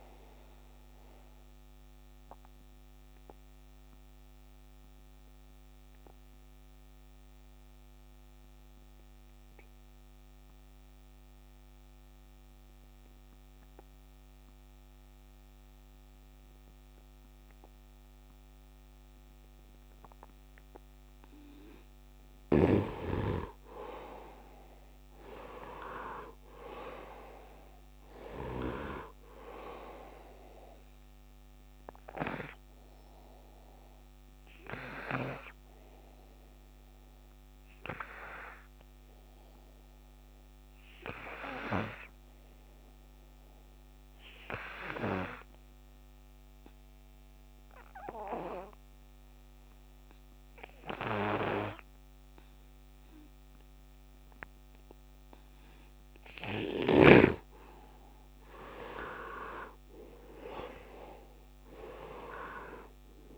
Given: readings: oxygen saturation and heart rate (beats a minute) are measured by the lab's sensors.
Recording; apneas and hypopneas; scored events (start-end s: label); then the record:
breathing in sleep by a microphone on the trachea; 2
0.00-22.00 s: oxygen desaturation (device-marked, oxygen 85% lowest, heart rate 73 extreme)
2.50-21.50 s: obstructive apnea (oxygen 98% before, 81% lowest, heart rate 76 before, 73 extreme, up 8 after)
22.50-29.00 s: snoring (device-marked)
23.00-26.00 s: arousal
24.00-46.00 s: oxygen desaturation (device-marked, oxygen 99% before, 85% lowest, heart rate 76 before, 75 extreme)
33.00-57.50 s: obstructive apnea (oxygen 99% before, 81% lowest, heart rate 79 before, 72 extreme, up 5 after)
52.00-63.38 s: oxygen desaturation (device-marked, oxygen 99% before, 81% lowest, heart rate 77 before, 72 extreme)
58.50-62.00 s: arousal
From the record:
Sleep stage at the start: N2 (light sleep); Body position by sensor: on the right side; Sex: male